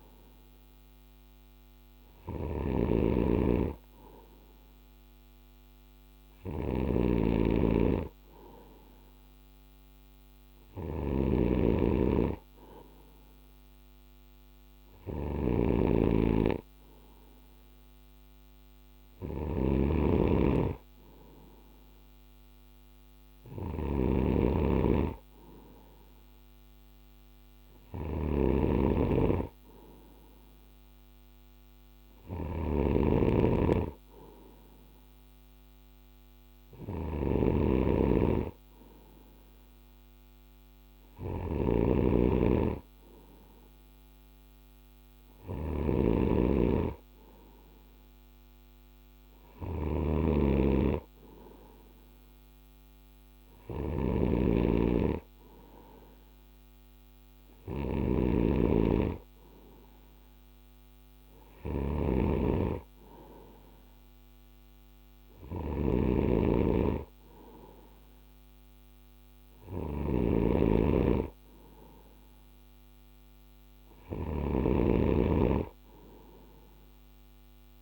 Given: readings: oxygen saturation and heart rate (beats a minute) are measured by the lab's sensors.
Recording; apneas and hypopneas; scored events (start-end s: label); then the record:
breathing in sleep by a microphone on the trachea; none
0.00-77.82 s: snoring (device-marked)
From the record:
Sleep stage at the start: N2 (light sleep); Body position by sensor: on the right side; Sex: male